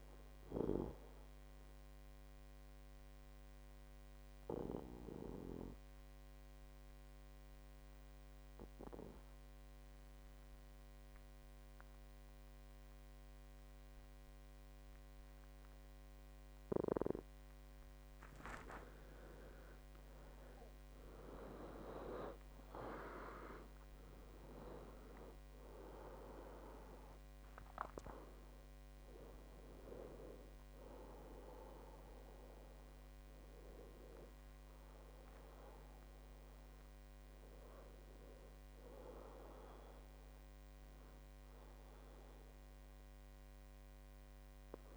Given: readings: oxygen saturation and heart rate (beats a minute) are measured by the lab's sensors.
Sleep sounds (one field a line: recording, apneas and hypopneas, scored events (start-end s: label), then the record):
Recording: breathing in sleep by a microphone on the trachea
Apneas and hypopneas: 1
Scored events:
1.00-17.50 s: obstructive apnea (oxygen 99% before, 89% lowest, heart rate 78 before, 63 extreme, up 15 after)
13.50-44.97 s: oxygen desaturation (device-marked, oxygen 97% before, 89% lowest, heart rate 71 before, 64 extreme)
18.00-21.00 s: arousal
From the record:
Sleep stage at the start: N2 (light sleep)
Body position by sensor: on the back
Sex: male